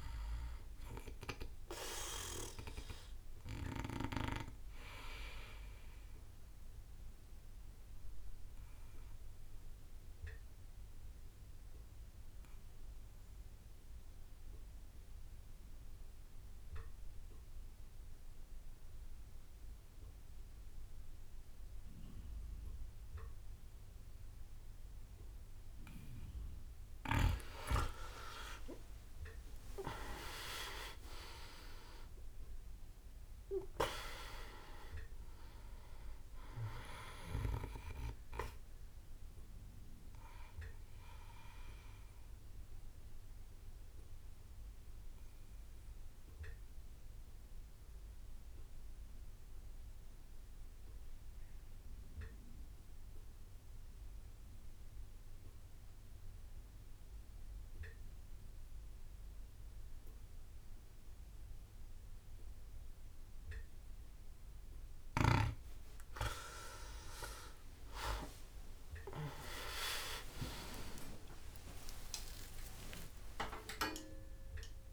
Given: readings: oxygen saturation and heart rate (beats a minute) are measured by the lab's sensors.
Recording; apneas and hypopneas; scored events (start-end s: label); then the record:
breathing in sleep by a room microphone; 2
0.50-16.50 s: oxygen desaturation (device-marked, oxygen 97% before, 91% lowest)
7.50-26.00 s: obstructive apnea (oxygen 99% before, 88% lowest)
28.00-32.50 s: arousal
35.50-54.50 s: oxygen desaturation (device-marked, oxygen 98% before, 91% lowest)
40.50-65.00 s: obstructive apnea (oxygen 99% before, 88% lowest)
68.00-73.00 s: arousal
68.50-74.93 s: oxygen desaturation (device-marked, oxygen 99% before, 88% lowest)
72.50-74.93 s: bradycardia (device-marked)
73.50-74.93 s: long interval between heartbeats (device-marked)
From the record:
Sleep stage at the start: N2 (light sleep); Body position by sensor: on the back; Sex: male